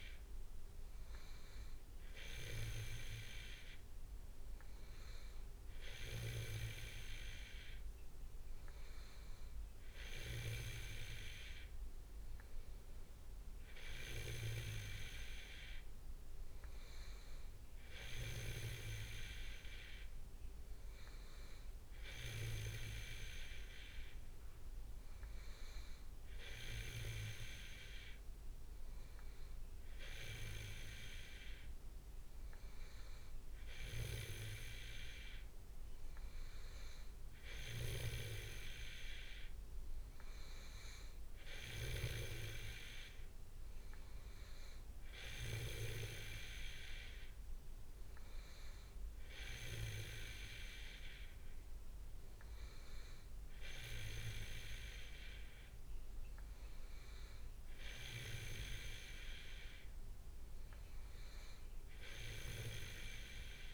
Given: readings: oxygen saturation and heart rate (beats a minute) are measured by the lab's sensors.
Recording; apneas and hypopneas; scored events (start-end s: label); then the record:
breathing in sleep by a room microphone; none
none scored
From the record:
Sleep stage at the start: N2 (light sleep); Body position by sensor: on the back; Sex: male